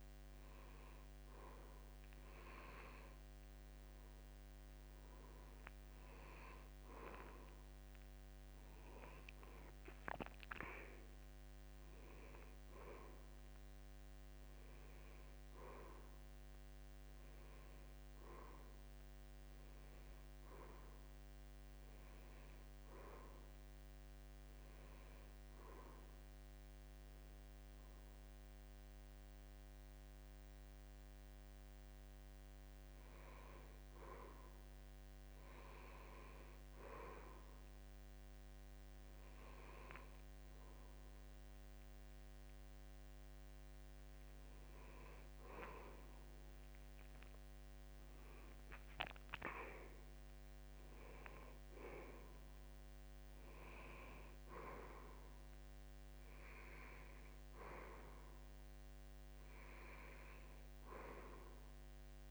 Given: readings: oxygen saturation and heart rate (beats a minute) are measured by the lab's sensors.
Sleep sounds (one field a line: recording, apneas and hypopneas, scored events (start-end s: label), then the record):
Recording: breathing in sleep by a microphone on the trachea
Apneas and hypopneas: 1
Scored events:
24.50-34.50 s: hypopnea (oxygen 94% before, 91% lowest, heart rate 75 before, 73 extreme, up 4 after)
36.50-40.50 s: arousal
From the record:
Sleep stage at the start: N2 (light sleep)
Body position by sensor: on the back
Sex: male